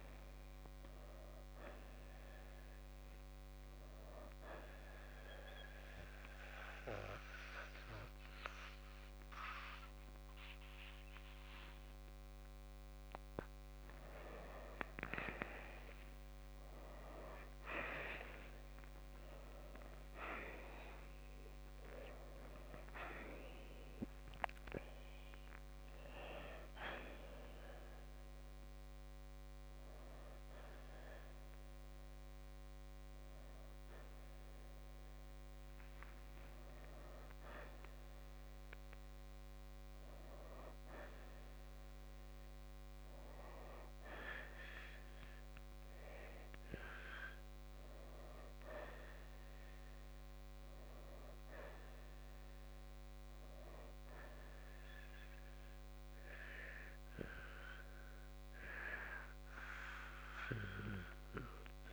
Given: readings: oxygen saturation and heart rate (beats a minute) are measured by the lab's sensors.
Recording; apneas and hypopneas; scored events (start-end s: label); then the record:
breathing in sleep by a microphone on the trachea; none
8.50-20.50 s: oxygen desaturation (device-marked, oxygen 94% before, 88% lowest, heart rate 66 before, 57 extreme)
23.50-29.00 s: arousal
34.50-43.50 s: oxygen desaturation (device-marked, oxygen 94% before, 87% lowest, heart rate 64 before, 56 extreme)
From the record:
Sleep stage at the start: N2 (light sleep); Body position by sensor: on the right side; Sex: male